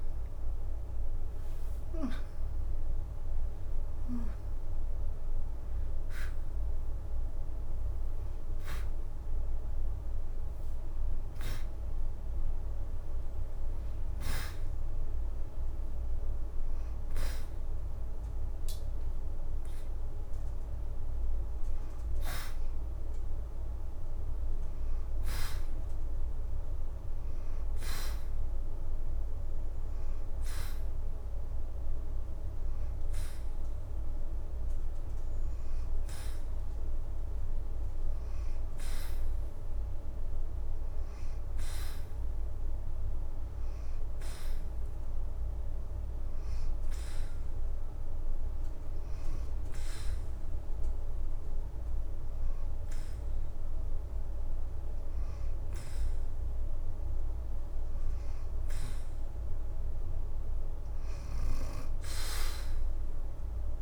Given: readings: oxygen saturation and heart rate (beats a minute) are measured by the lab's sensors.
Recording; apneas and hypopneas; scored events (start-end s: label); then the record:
breathing in sleep, hard to hear, by a room microphone; 1
0.00-2.00 s: arousal
9.00-14.00 s: leg movement (device-marked)
16.00-25.50 s: leg movement (device-marked)
27.00-32.00 s: leg movement (device-marked)
32.50-39.50 s: oxygen desaturation (device-marked, oxygen 93% before, 89% lowest, heart rate 82 before, 81 extreme)
48.00-59.00 s: hypopnea (oxygen 93% before, 86% lowest, heart rate 82 before, 81 extreme, up 3 after)
60.50-63.82 s: arousal
From the record:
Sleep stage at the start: N2 (light sleep); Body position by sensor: on the back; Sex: female